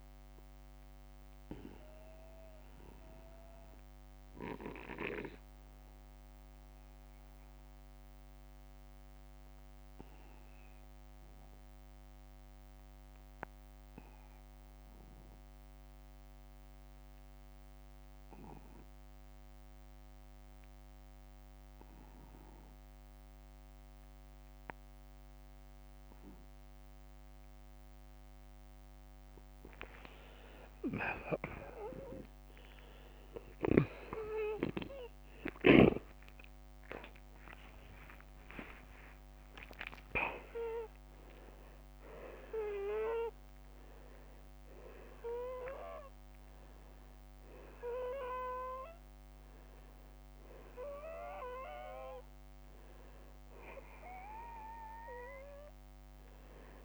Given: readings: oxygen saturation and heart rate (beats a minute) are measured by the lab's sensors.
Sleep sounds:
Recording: breathing in sleep by a microphone on the trachea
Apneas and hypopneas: 1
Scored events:
0.00-19.00 s: oxygen desaturation (device-marked, oxygen 83% lowest, heart rate 42 extreme)
0.50-28.50 s: obstructive apnea (oxygen 97% before, 83% lowest, heart rate 64 before, 42 extreme, up 21 after)
12.00-14.00 s: long interval between heartbeats (device-marked, heart rate 58 before, 46 extreme)
17.00-19.00 s: long interval between heartbeats (device-marked, heart rate 52 before, 45 extreme)
31.00-37.50 s: arousal
31.00-52.00 s: oxygen desaturation (device-marked, oxygen 97% before, 91% lowest, heart rate 48 before, 49 extreme)
37.00-39.00 s: long interval between heartbeats (device-marked, heart rate 52 before, 79 extreme)
39.00-41.00 s: long interval between heartbeats (device-marked, heart rate 55 before, 90 extreme)
48.00-50.00 s: long interval between heartbeats (device-marked, heart rate 71 before, 68 extreme)
From the record:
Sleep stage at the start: N2 (light sleep)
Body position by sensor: on the back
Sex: male

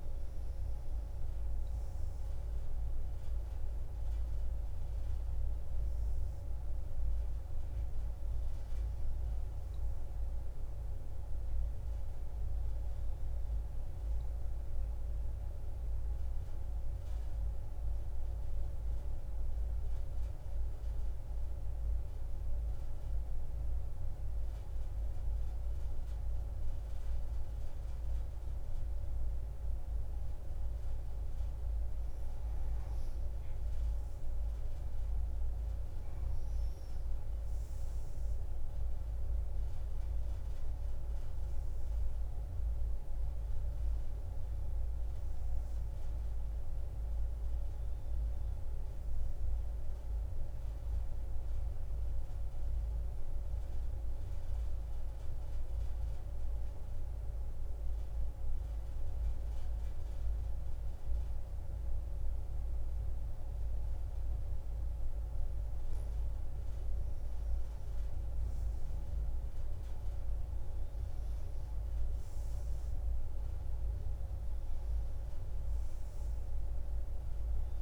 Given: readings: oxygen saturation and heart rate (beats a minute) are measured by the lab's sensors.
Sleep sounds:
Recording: breathing in sleep, hard to hear, by a room microphone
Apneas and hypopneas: 2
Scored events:
14.50-27.50 s: central apnea (oxygen 96% before, 91% lowest)
31.50-37.00 s: arousal
37.00-52.00 s: oxygen desaturation (device-marked, oxygen 97% before, 91% lowest)
54.00-66.50 s: central apnea (oxygen 97% before, 87% lowest)
68.50-72.50 s: arousal
76.00-77.82 s: oxygen desaturation (device-marked, oxygen 95% before, 91% lowest)
From the record:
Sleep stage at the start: N2 (light sleep)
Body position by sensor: on the back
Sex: female

